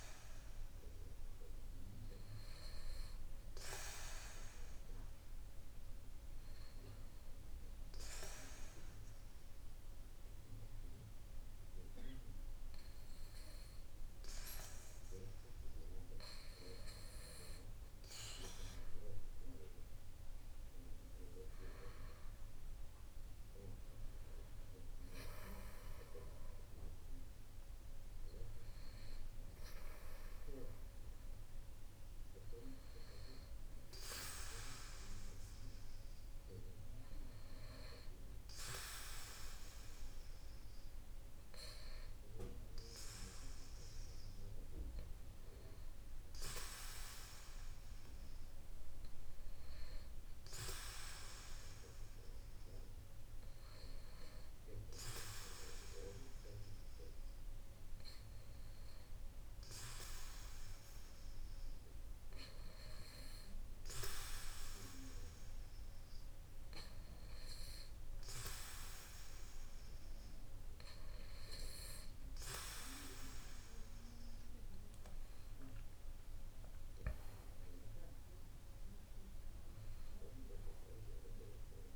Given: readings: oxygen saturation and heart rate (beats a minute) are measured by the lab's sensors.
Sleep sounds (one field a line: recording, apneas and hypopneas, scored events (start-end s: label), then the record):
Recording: breathing in sleep by a room microphone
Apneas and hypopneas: 2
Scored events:
5.00-16.00 s: hypopnea (oxygen 95% before, 92% lowest, heart rate 61 before, 57 extreme, up 2 after)
18.00-21.00 s: arousal
53.00-72.00 s: hypopnea (oxygen 95% before, 92% lowest, heart rate 63 before, 56 extreme, up 24 after)
70.00-81.96 s: new sleep stage, N1 (lightest sleep)
77.00-81.96 s: arousal
From the record:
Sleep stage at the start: REM sleep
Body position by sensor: on the back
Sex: male